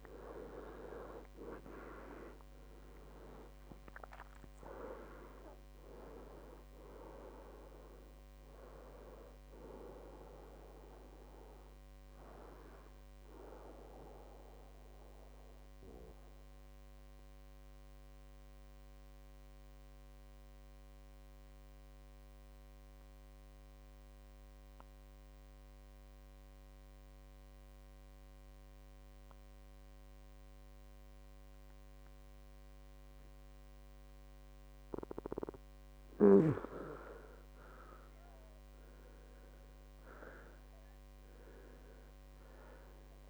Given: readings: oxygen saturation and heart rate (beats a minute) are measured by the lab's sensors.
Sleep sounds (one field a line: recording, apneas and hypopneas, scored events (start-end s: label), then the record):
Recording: breathing in sleep by a microphone on the trachea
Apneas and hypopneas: 1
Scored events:
0.00-1.00 s: arousal
0.00-29.50 s: oxygen desaturation (device-marked, oxygen 88% lowest, heart rate 58 extreme)
15.50-36.50 s: mixed apnea (oxygen 97% before, 88% lowest, heart rate 78 before, 58 extreme, up 13 after)
20.00-22.00 s: long interval between heartbeats (device-marked, heart rate 76 before, 67 extreme)
37.50-41.00 s: arousal
From the record:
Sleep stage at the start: N2 (light sleep)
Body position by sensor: on the back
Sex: male